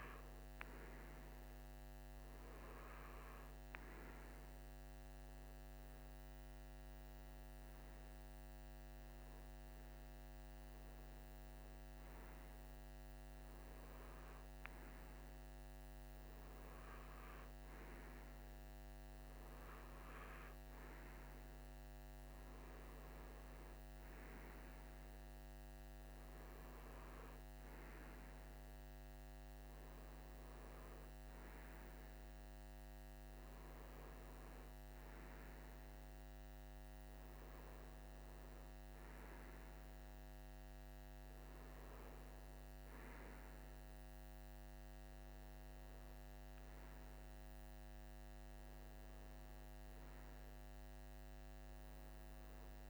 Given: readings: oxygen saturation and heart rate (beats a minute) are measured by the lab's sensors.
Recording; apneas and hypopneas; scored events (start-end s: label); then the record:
breathing in sleep, hard to hear, by a microphone on the trachea; none
none scored
From the record:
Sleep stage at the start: REM sleep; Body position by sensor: on the right side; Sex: male